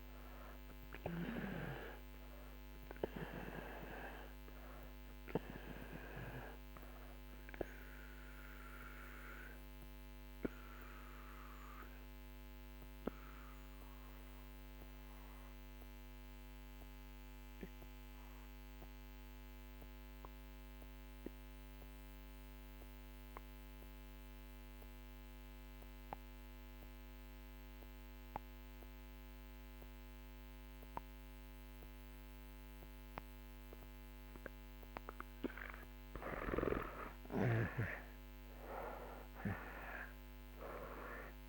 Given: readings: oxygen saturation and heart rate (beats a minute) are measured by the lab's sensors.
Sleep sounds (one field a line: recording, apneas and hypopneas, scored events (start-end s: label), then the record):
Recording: breathing in sleep by a microphone on the trachea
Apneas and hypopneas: 1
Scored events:
0.00-18.50 s: oxygen desaturation (device-marked, oxygen 79% lowest)
8.00-34.50 s: mixed apnea (oxygen 96% before, 76% lowest)
36.50-41.00 s: arousal
37.50-41.48 s: oxygen desaturation (device-marked, oxygen 96% before, 76% lowest)
From the record:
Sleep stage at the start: REM sleep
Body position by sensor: on the back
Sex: male